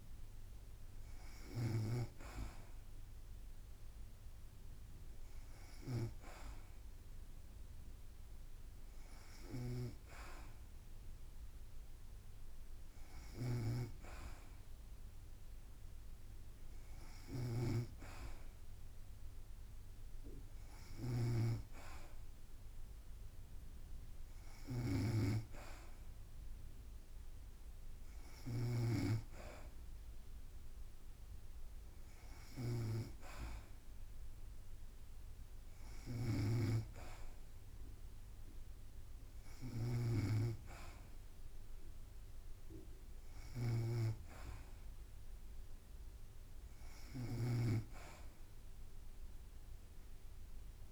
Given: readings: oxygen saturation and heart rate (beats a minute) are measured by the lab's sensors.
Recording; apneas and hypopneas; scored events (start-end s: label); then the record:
breathing in sleep by a room microphone; none
0.00-2.00 s: snoring (device-marked)
21.00-47.50 s: snoring (device-marked)
From the record:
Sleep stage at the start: N2 (light sleep); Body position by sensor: on the back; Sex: female